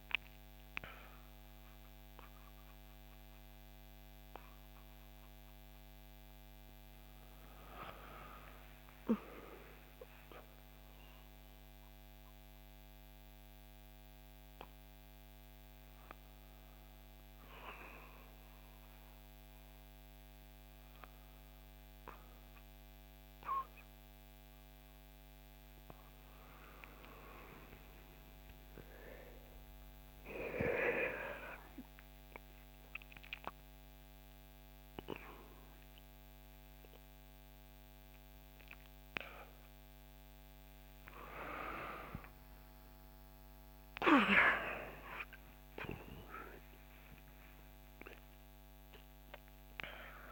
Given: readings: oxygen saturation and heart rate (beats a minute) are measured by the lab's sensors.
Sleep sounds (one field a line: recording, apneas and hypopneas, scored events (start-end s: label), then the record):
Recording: a person awake in a sleep study, by a microphone on the trachea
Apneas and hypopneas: none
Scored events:
none scored
From the record:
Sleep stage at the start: awake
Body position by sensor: on the back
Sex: female